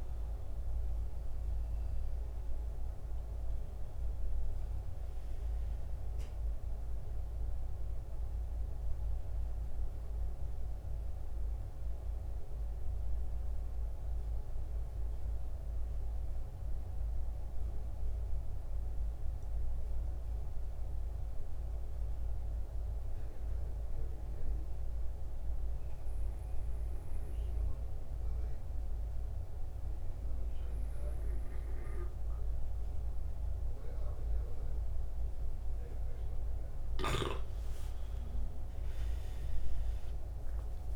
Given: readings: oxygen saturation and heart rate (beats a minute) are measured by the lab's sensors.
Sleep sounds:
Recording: breathing in sleep, hard to hear, by a room microphone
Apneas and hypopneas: 1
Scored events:
0.00-3.50 s: arousal
4.50-28.50 s: oxygen desaturation (device-marked, oxygen 95% before, 90% lowest, heart rate 66 before, 64 extreme)
11.00-35.00 s: mixed apnea (oxygen 97% before, 85% lowest, heart rate 71 before, 64 extreme, up 15 after)
37.00-40.96 s: arousal
From the record:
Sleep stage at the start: N2 (light sleep)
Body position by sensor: on the back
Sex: male

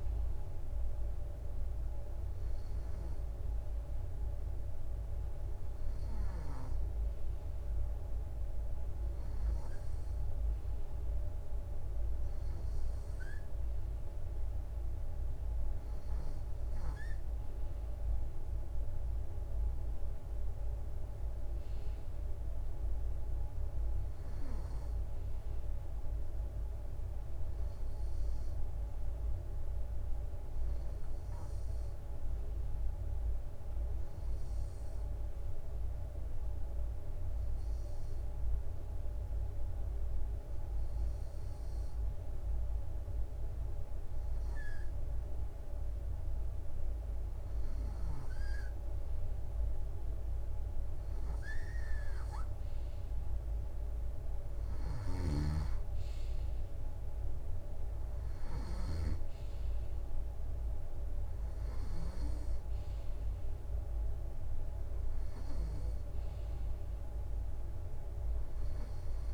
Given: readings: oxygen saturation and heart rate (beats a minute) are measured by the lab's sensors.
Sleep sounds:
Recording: breathing in sleep, hard to hear, by a room microphone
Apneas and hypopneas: 1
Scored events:
0.50-14.50 s: drop in pulse transit time (device-marked, heart rate 64 before, 65 extreme)
30.00-33.00 s: arousal
35.50-46.50 s: hypopnea (oxygen 95% before, 93% lowest, heart rate 66 before, 64 extreme, up 0 after)
50.00-54.50 s: arousal
54.50-62.00 s: snoring (device-marked)
From the record:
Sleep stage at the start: N2 (light sleep)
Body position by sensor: on the right side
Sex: male

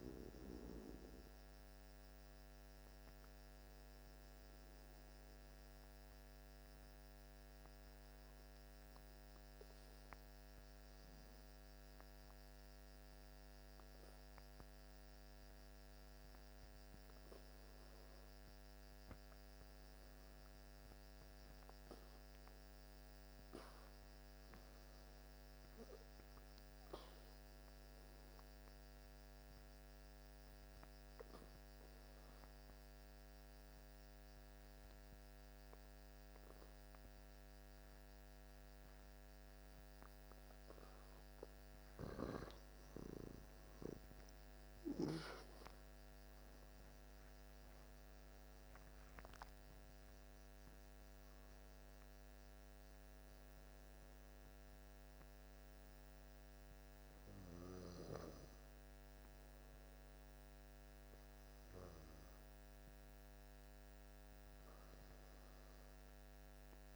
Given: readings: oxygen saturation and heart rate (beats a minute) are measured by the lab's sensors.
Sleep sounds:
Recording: breathing in sleep by a microphone on the trachea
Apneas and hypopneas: 2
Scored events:
0.00-20.00 s: oxygen desaturation (device-marked, oxygen 85% lowest, heart rate 51 extreme)
6.00-17.50 s: hypopnea (oxygen 95% before, 85% lowest, heart rate 60 before, 54 extreme, up 8 after)
19.50-24.00 s: arousal
28.50-41.00 s: obstructive apnea (oxygen 98% before, 88% lowest, heart rate 57 before, 52 extreme, up 8 after)
46.00-66.96 s: oxygen desaturation (device-marked, oxygen 96% before, 88% lowest, heart rate 59 before, 52 extreme)
47.00-51.00 s: arousal
From the record:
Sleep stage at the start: N2 (light sleep)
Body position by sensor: on the back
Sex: male

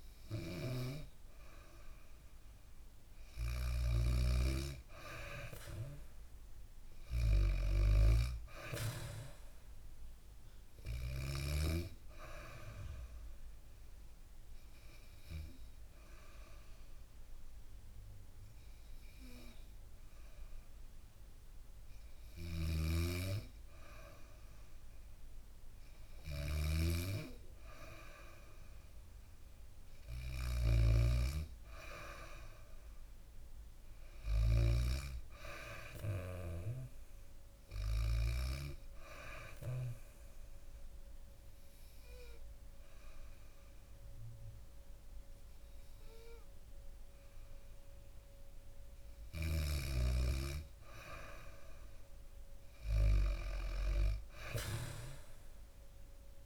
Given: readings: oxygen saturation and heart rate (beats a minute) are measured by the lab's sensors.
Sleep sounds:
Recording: breathing in sleep by a room microphone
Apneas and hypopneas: 2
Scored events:
0.00-11.00 s: snoring (device-marked)
10.00-22.00 s: hypopnea (oxygen 97% before, 94% lowest, heart rate 68 before, 64 extreme, up 1 after)
21.50-34.00 s: snoring (device-marked)
26.00-30.00 s: arousal
37.00-48.00 s: hypopnea (oxygen 97% before, 94% lowest, heart rate 67 before, 64 extreme, up 0 after)
50.00-54.00 s: arousal
From the record:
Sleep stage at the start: N2 (light sleep)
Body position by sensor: on the back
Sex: female

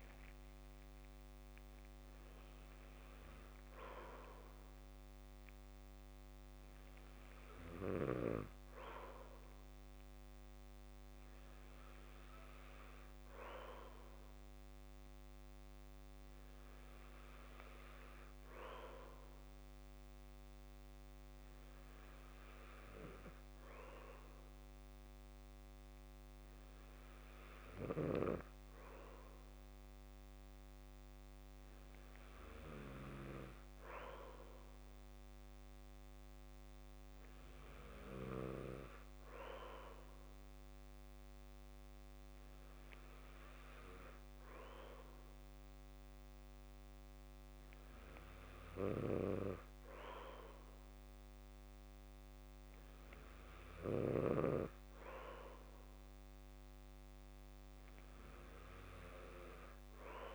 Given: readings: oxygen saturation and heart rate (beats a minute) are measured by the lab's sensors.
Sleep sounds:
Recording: breathing in sleep by a microphone on the trachea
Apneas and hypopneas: none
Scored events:
0.00-2.00 s: long interval between heartbeats (device-marked, heart rate 61 before, 70 extreme)
0.00-3.50 s: tachycardia (device-marked, heart rate 109 extreme)
2.00-4.00 s: long interval between heartbeats (device-marked, heart rate 63 before, 104 extreme)
From the record:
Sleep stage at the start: N2 (light sleep)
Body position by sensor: on the back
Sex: male

